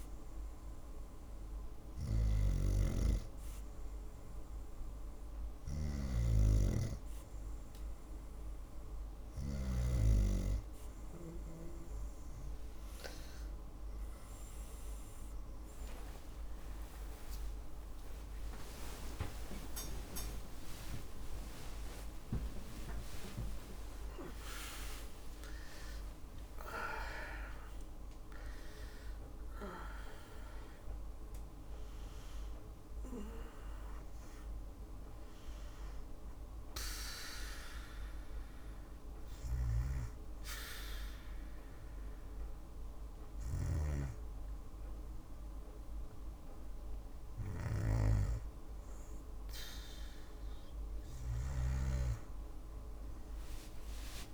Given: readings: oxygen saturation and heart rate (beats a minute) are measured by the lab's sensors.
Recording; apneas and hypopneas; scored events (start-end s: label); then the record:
breathing in sleep by a room microphone; none
13.00-26.00 s: tachycardia (device-marked, heart rate 64 before, 188 extreme)
15.50-21.50 s: arousal
52.00-54.00 s: tachycardia (device-marked, heart rate 67 before, 81 extreme)
52.50-54.34 s: arousal
From the record:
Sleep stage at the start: N2 (light sleep); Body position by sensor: on the back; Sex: female